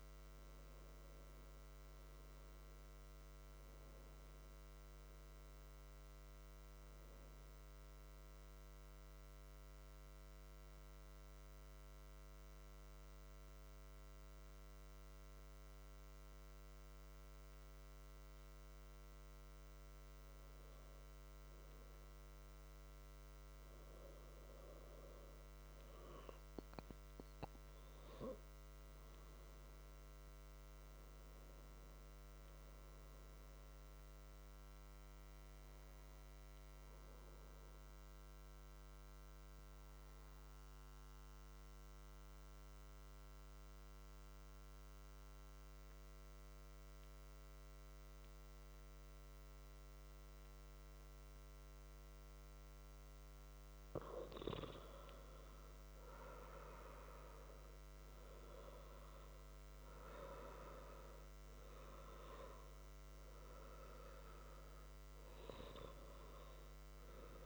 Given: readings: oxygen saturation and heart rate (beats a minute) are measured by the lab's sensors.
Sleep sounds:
breathing in sleep by a microphone on the trachea; 2
8.50-19.50 s: central apnea (oxygen 97% before, 92% lowest, heart rate 64 before, 63 extreme, up 1 after)
21.50-24.50 s: arousal
41.50-52.00 s: central apnea (oxygen 97% before, 92% lowest, heart rate 64 before, 62 extreme, up 2 after)
53.50-58.50 s: arousal
58.00-67.46 s: oxygen desaturation (device-marked, oxygen 95% before, 92% lowest, heart rate 64 before, 62 extreme)
From the record:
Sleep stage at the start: N2 (light sleep); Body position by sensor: on the back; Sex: male

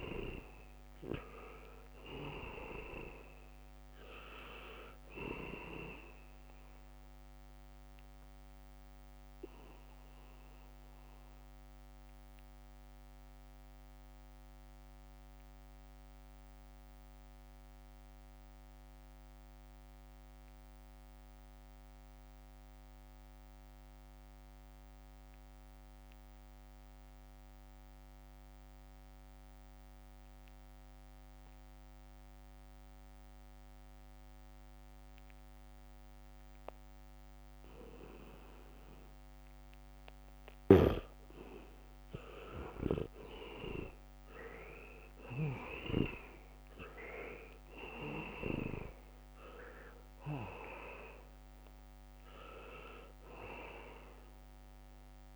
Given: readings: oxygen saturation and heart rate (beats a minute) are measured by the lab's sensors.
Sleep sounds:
breathing in sleep by a microphone on the trachea; 1
0.00-2.00 s: arousal
0.00-2.50 s: leg movement (device-marked)
0.00-24.00 s: oxygen desaturation (device-marked, oxygen 78% lowest, heart rate 63 extreme)
9.00-41.00 s: mixed apnea (oxygen 99% before, 76% lowest, heart rate 68 before, 63 extreme, up 2 after)
32.00-55.36 s: oxygen desaturation (device-marked, oxygen 99% before, 76% lowest, heart rate 73 before, 63 extreme)
35.00-37.00 s: leg movement (device-marked)
40.50-46.50 s: snoring (device-marked)
45.50-49.50 s: arousal
From the record:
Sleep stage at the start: N2 (light sleep); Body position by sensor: on the back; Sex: male

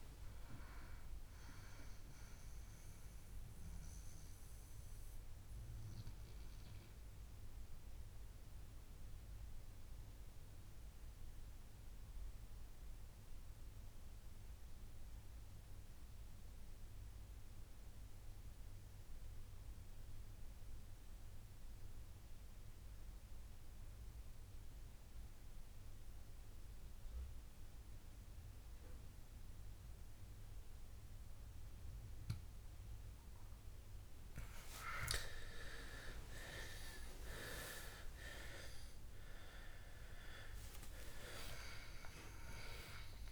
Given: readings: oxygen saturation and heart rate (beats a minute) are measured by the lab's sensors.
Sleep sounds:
breathing in sleep by a room microphone; 1
0.00-11.50 s: oxygen desaturation (device-marked, oxygen 91% lowest, heart rate 54 extreme)
3.50-35.50 s: mixed apnea (oxygen 97% before, 91% lowest, heart rate 73 before, 54 extreme, up 18 after)
4.00-6.00 s: long interval between heartbeats (device-marked, heart rate 73 before, 66 extreme)
30.50-43.32 s: oxygen desaturation (device-marked, oxygen 98% before, 93% lowest, heart rate 58 before, 56 extreme)
37.50-41.00 s: arousal
From the record:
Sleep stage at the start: N2 (light sleep); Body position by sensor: on the back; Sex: male

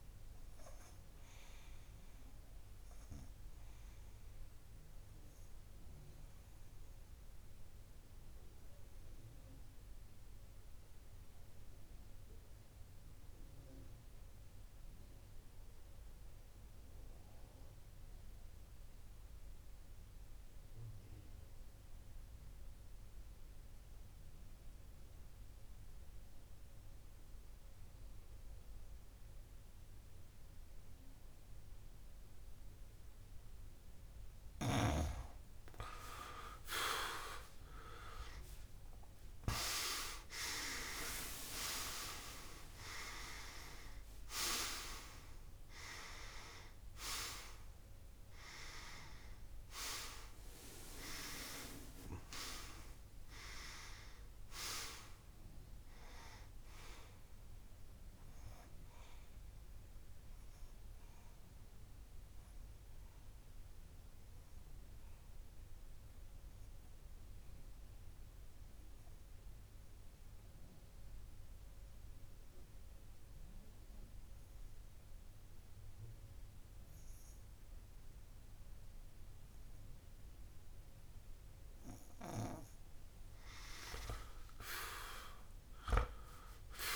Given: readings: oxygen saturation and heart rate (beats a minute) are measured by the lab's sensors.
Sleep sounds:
breathing in sleep by a room microphone; 2
5.00-33.50 s: obstructive apnea (oxygen 100% before, 91% lowest)
32.50-54.50 s: oxygen desaturation (device-marked, oxygen 99% before, 92% lowest)
37.50-42.00 s: arousal
60.00-81.50 s: obstructive apnea (oxygen 98% before, 91% lowest)
67.50-75.50 s: oxygen desaturation (device-marked, oxygen 94% before, 91% lowest)
84.50-86.96 s: arousal
From the record:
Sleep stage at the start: N2 (light sleep); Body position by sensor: on the back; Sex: male

